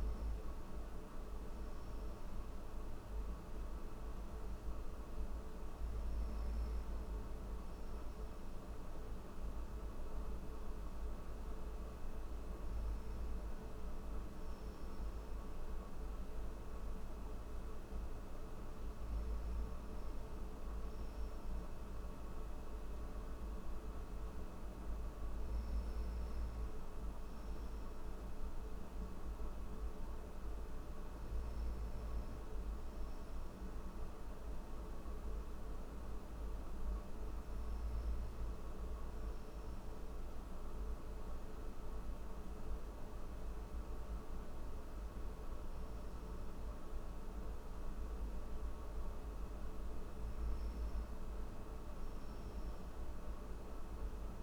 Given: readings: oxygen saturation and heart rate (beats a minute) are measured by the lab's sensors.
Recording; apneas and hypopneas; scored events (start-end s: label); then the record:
breathing in sleep, hard to hear, by a room microphone; none
none scored
From the record:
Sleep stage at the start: N1 (lightest sleep); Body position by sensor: on the back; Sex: male